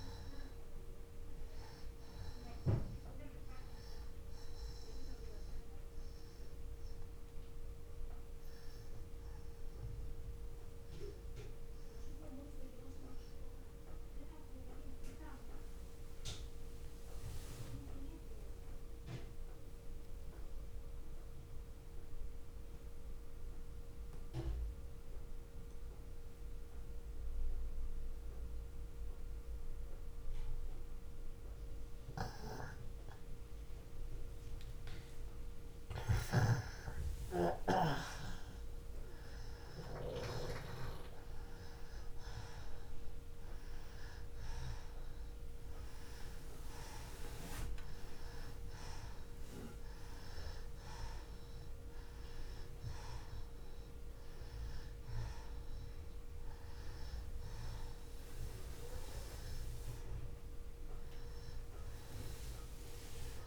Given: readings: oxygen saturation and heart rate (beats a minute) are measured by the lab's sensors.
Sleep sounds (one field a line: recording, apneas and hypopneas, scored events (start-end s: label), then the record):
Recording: breathing in sleep by a room microphone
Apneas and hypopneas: 1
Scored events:
0.00-26.50 s: oxygen desaturation (device-marked, oxygen 85% lowest)
8.50-35.00 s: obstructive apnea (oxygen 96% before, 85% lowest, heart rate 40 before, 31 extreme, up 16 after)
36.00-40.00 s: arousal
39.50-63.47 s: oxygen desaturation (device-marked, oxygen 99% before, 85% lowest, heart rate 45 before, 37 extreme)
From the record:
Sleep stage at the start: N2 (light sleep)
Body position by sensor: on the back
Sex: male